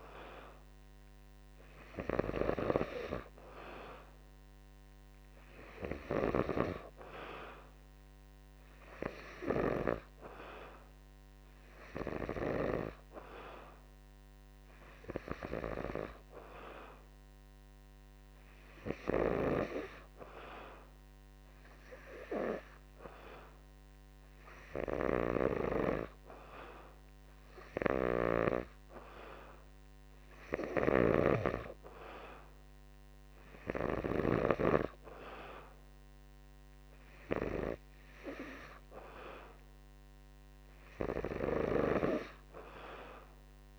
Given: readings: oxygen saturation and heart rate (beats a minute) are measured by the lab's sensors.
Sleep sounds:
breathing in sleep by a microphone on the trachea; none
none scored
From the record:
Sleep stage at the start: N2 (light sleep); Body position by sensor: on the back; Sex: male

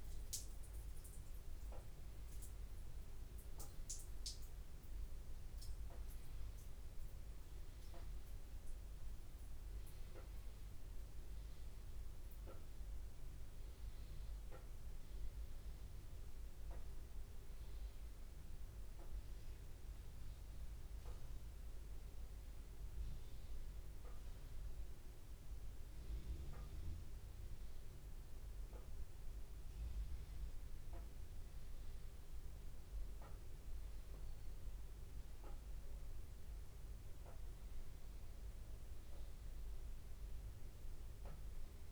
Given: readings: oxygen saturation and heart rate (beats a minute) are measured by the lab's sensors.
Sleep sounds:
breathing in sleep, hard to hear, by a room microphone; none
3.50-5.50 s: long interval between heartbeats (device-marked, heart rate 100 before, 100 extreme)
11.50-13.50 s: long interval between heartbeats (device-marked, heart rate 100 before, 100 extreme)
19.00-21.00 s: long interval between heartbeats (device-marked, heart rate 100 before, 100 extreme)
From the record:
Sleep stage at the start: N2 (light sleep); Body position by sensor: upright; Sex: male

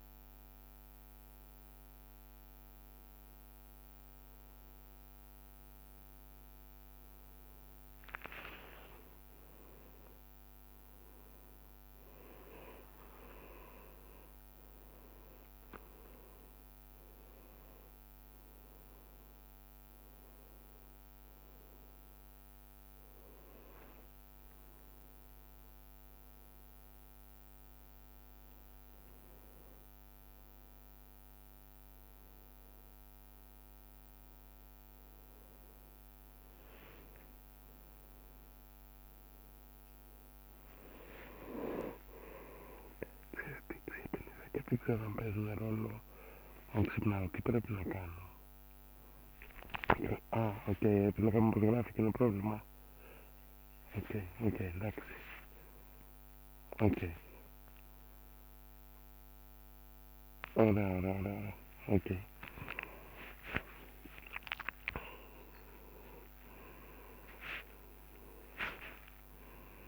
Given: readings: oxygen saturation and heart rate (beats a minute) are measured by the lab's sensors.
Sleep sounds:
a person awake in a sleep study, by a microphone on the trachea; none
18.00-69.88 s: new sleep stage, awake
56.00-58.00 s: long interval between heartbeats (device-marked)
67.50-69.50 s: long interval between heartbeats (device-marked)
From the record:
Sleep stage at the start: N1 (lightest sleep); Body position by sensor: on the right side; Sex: male

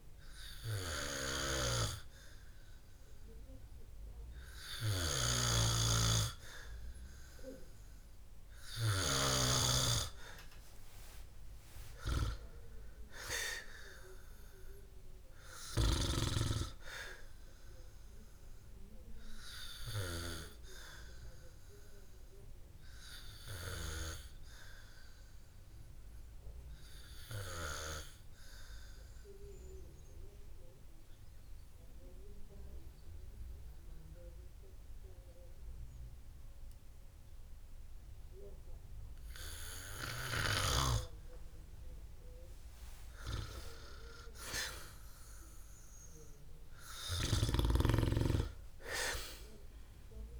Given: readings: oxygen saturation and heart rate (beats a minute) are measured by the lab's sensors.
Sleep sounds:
breathing in sleep by a room microphone; none
2.00-10.00 s: snoring (device-marked)
From the record:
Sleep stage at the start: N2 (light sleep); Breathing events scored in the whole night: 220 in 4.2 hours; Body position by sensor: on the back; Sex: male

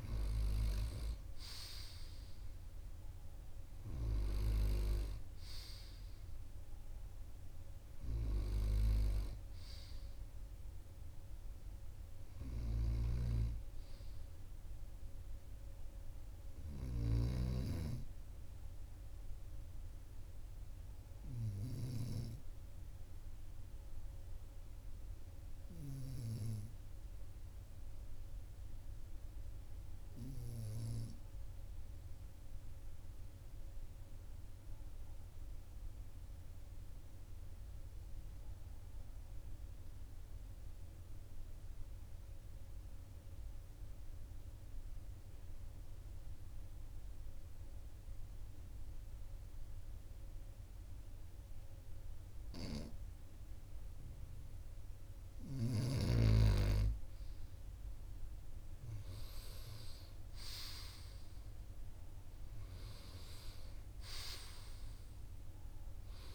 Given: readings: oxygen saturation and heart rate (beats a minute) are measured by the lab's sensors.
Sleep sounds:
breathing in sleep by a room microphone; 1
30.50-53.00 s: obstructive apnea (oxygen 99% before, 94% lowest, heart rate 42 before, 39 extreme, up 3 after)
54.50-57.50 s: arousal
From the record:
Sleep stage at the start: N2 (light sleep); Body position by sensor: on the right side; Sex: male

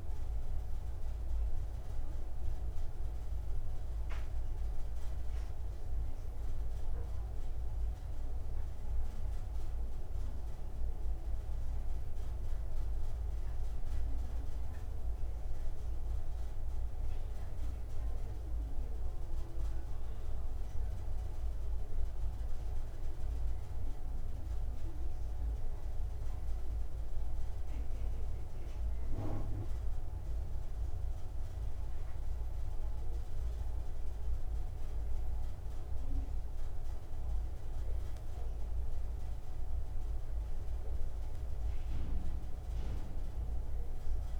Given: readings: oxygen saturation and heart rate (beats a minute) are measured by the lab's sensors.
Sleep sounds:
breathing in sleep, hard to hear, by a room microphone; none
none scored
From the record:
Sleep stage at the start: N2 (light sleep); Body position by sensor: on the right side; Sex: male

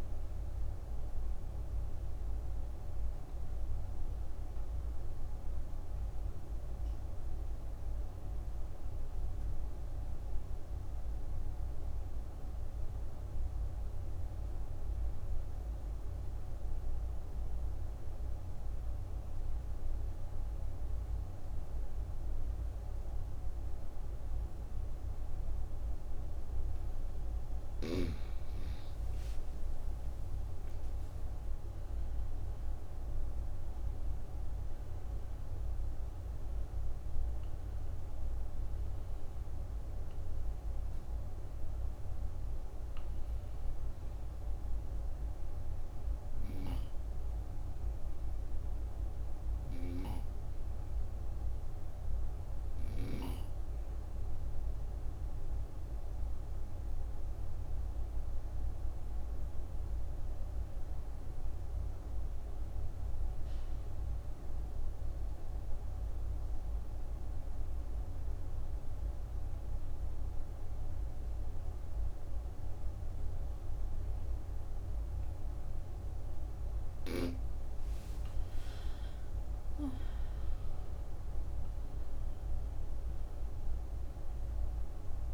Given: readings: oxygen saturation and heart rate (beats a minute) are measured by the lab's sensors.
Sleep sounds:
breathing in sleep, hard to hear, by a room microphone; 2
0.00-10.00 s: oxygen desaturation (device-marked, oxygen 86% lowest, heart rate 60 extreme)
1.50-27.00 s: obstructive apnea (oxygen 98% before, 85% lowest)
27.00-59.00 s: oxygen desaturation (device-marked, oxygen 98% before, 85% lowest)
28.00-32.00 s: arousal
53.50-77.00 s: obstructive apnea (oxygen 96% before, 84% lowest, heart rate 40 before, 26 extreme, up 38 after)
77.00-85.33 s: oxygen desaturation (device-marked, oxygen 97% before, 84% lowest, heart rate 46 before, 58 extreme)
78.00-82.50 s: arousal
From the record:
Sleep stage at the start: N2 (light sleep); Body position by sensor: on the right side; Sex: female

